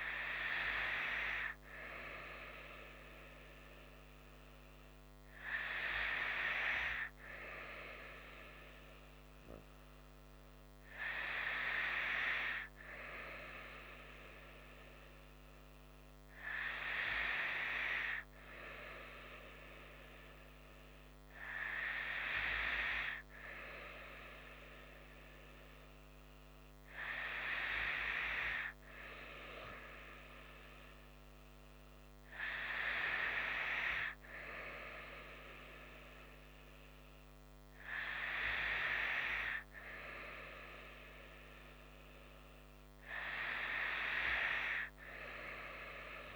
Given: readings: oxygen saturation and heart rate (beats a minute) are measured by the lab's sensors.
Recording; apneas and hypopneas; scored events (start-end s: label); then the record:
breathing in sleep by a microphone on the trachea; none
none scored
From the record:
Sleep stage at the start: N2 (light sleep); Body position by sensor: on the right side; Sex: female